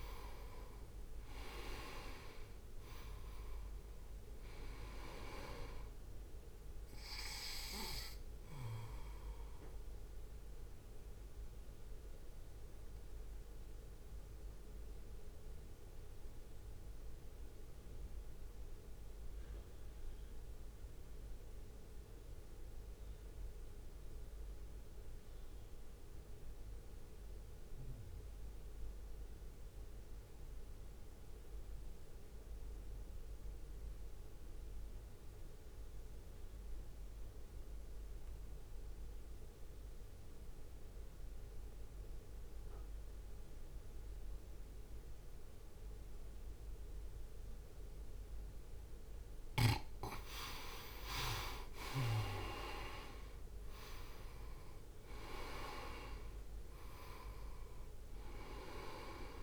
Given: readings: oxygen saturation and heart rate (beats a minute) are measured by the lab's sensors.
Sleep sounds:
breathing in sleep by a room microphone; 1
0.00-32.00 s: oxygen desaturation (device-marked, oxygen 88% lowest, heart rate 53 extreme)
0.50-4.00 s: arousal
2.00-15.00 s: drop in pulse transit time (device-marked, heart rate 61 before, 53 extreme)
11.00-48.50 s: mixed apnea (oxygen 98% before, 86% lowest, heart rate 59 before, 53 extreme, up 3 after)
42.00-59.43 s: oxygen desaturation (device-marked, oxygen 98% before, 87% lowest, heart rate 60 before, 53 extreme)
52.00-55.50 s: arousal
53.00-59.43 s: drop in pulse transit time (device-marked, heart rate 57 before, 53 extreme)
From the record:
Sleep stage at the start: N2 (light sleep); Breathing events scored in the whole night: 306 in 4.0 hours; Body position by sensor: on the right side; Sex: male

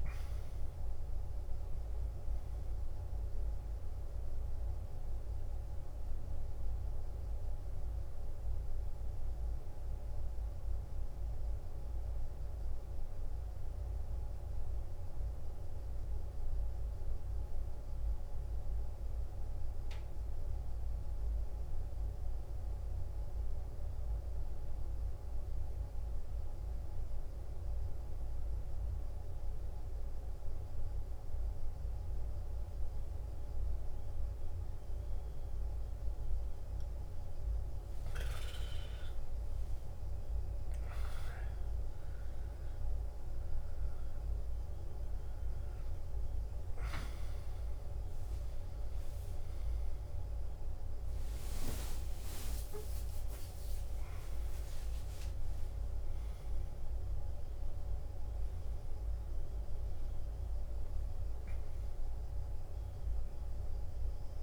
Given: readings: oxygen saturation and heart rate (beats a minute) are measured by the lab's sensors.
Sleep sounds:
breathing in sleep, hard to hear, by a room microphone; 1
0.00-11.50 s: oxygen desaturation (device-marked, oxygen 90% lowest, heart rate 55 extreme)
16.50-37.50 s: obstructive apnea (oxygen 97% before, 87% lowest, heart rate 65 before, 56 extreme, up 13 after)
29.50-64.43 s: oxygen desaturation (device-marked, oxygen 97% before, 87% lowest, heart rate 56 before, 56 extreme)
38.50-42.50 s: arousal
From the record:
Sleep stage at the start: N2 (light sleep); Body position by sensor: on the back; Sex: male

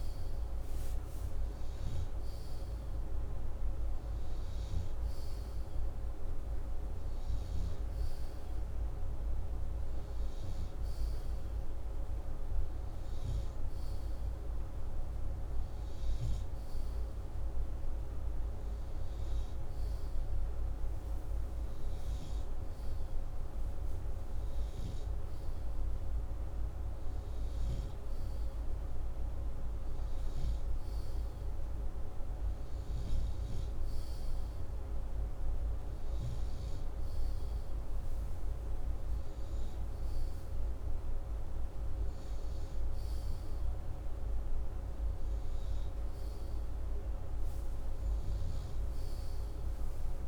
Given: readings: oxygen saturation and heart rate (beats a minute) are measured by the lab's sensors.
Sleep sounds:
breathing in sleep, hard to hear, by a room microphone; none
none scored
From the record:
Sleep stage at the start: N2 (light sleep); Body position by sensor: upright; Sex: male

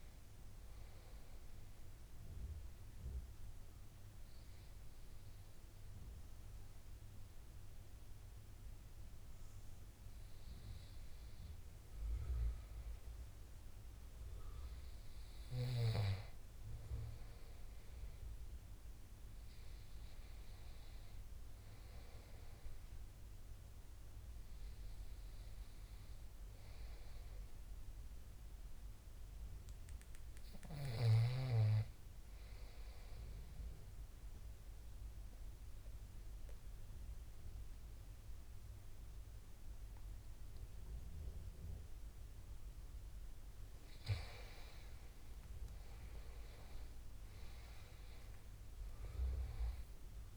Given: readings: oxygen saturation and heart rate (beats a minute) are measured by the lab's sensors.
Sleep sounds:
breathing in sleep by a room microphone; 1
0.00-5.00 s: oxygen desaturation (device-marked, oxygen 91% lowest, heart rate 74 extreme)
17.00-36.00 s: oxygen desaturation (device-marked, oxygen 96% before, 92% lowest, heart rate 78 before, 75 extreme)
26.00-29.50 s: arousal
32.00-44.00 s: obstructive apnea (oxygen 96% before, 87% lowest, heart rate 78 before, 75 extreme, up 9 after)
46.00-50.00 s: arousal
49.00-50.37 s: oxygen desaturation (device-marked, oxygen 94% before, 87% lowest, heart rate 78 before, 75 extreme)
From the record:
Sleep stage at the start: N2 (light sleep); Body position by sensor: on the right side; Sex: male

